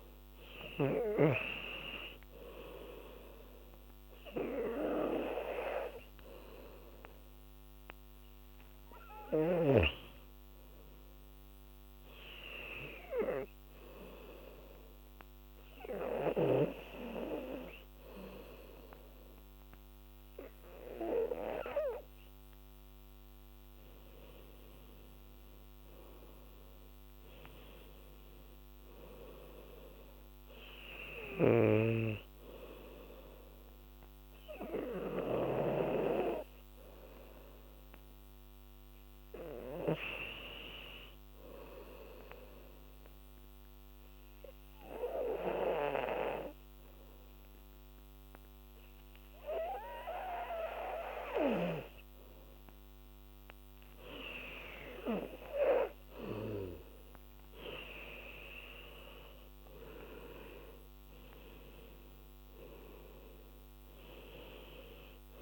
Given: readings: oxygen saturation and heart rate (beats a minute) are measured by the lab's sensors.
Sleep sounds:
breathing in sleep by a microphone on the trachea; 2
12.50-24.50 s: hypopnea (oxygen 97% before, 90% lowest, heart rate 81 before, 75 extreme, up 10 after)
26.00-29.00 s: arousal
31.50-36.00 s: snoring (device-marked)
43.00-54.00 s: obstructive apnea (oxygen 98% before, 90% lowest, heart rate 79 before, 76 extreme, up 5 after)
55.00-65.42 s: oxygen desaturation (device-marked, oxygen 98% before, 90% lowest, heart rate 80 before, 76 extreme)
59.00-63.00 s: arousal
From the record:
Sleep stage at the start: N2 (light sleep); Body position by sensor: on the back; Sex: female

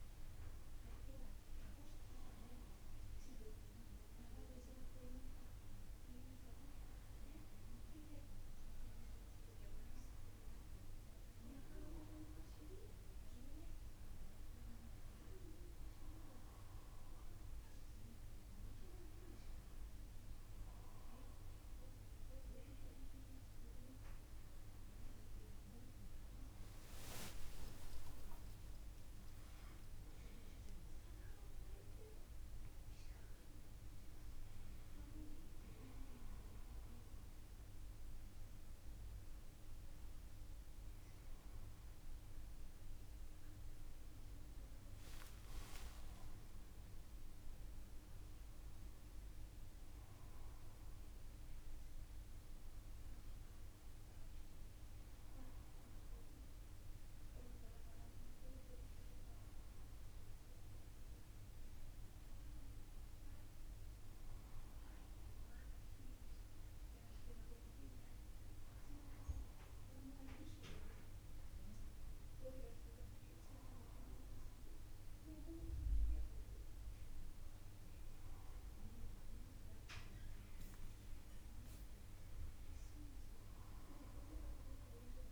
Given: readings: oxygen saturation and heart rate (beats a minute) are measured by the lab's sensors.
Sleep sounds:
breathing in sleep by a room microphone; none
26.00-30.50 s: arousal
From the record:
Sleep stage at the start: N1 (lightest sleep); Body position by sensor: on the back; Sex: male

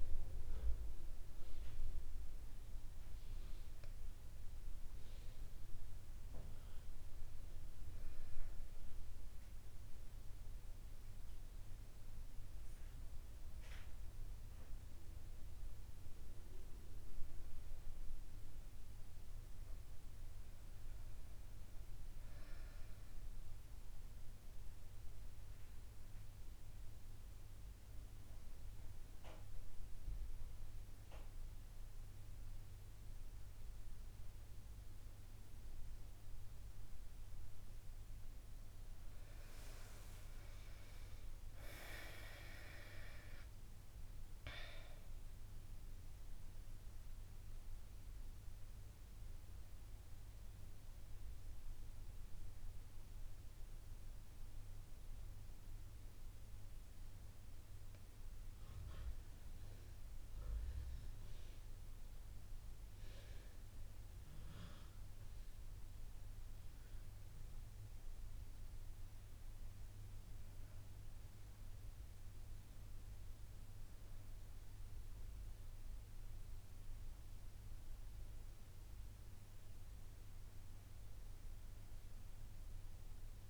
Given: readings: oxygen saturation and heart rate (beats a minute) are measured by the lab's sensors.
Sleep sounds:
breathing in sleep, hard to hear, by a room microphone; 1
39.50-43.00 s: arousal
41.50-83.50 s: new sleep stage, N1 (lightest sleep)
46.00-57.00 s: central apnea (oxygen 97% before, 94% lowest, heart rate 74 before, 63 extreme, up 10 after)
59.00-63.50 s: arousal
82.50-83.50 s: oxygen desaturation (device-marked, oxygen 98% before, 96% lowest, heart rate 72 before, 71 extreme)
From the record:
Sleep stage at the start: N2 (light sleep); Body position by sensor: on the back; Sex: female

